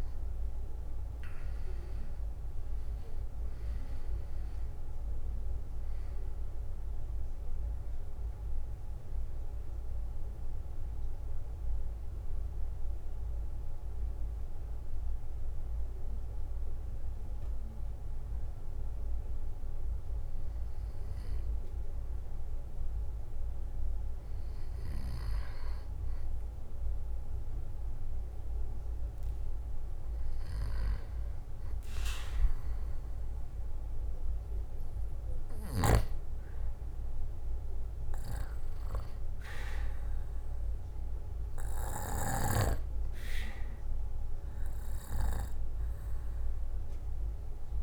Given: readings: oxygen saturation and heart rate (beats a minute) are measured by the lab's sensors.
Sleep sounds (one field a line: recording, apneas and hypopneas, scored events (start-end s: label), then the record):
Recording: breathing in sleep by a room microphone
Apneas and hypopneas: 1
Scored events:
0.00-2.50 s: arousal
0.00-11.50 s: drop in pulse transit time (device-marked, heart rate 58 extreme)
1.50-19.50 s: oxygen desaturation (device-marked, oxygen 97% before, 89% lowest, heart rate 64 before, 53 extreme)
10.50-23.50 s: hypopnea (oxygen 97% before, 89% lowest, heart rate 69 before, 54 extreme, up 11 after)
27.50-31.00 s: arousal
From the record:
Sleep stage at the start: N2 (light sleep)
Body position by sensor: on the back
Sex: male